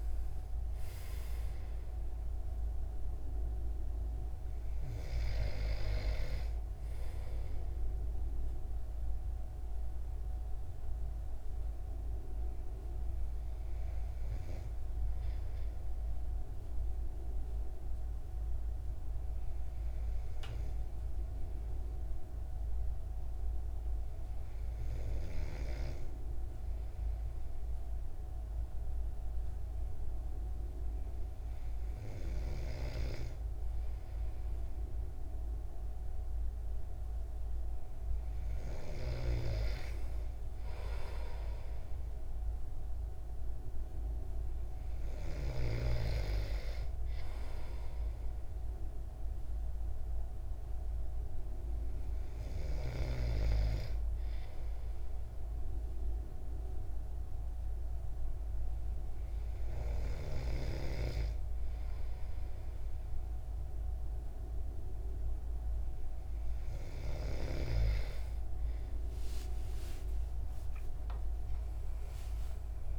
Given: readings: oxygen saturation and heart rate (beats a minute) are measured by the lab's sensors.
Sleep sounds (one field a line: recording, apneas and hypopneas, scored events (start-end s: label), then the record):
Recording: breathing in sleep by a room microphone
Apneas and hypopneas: 2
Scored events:
10.50-36.00 s: hypopnea (oxygen 97% before, 94% lowest, heart rate 85 before, 67 extreme, up 5 after)
41.00-46.00 s: arousal
55.50-66.50 s: hypopnea (oxygen 97% before, 94% lowest, heart rate 70 before, 63 extreme, up 45 after)
69.50-72.99 s: arousal
From the record:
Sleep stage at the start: N2 (light sleep)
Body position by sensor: on the back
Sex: male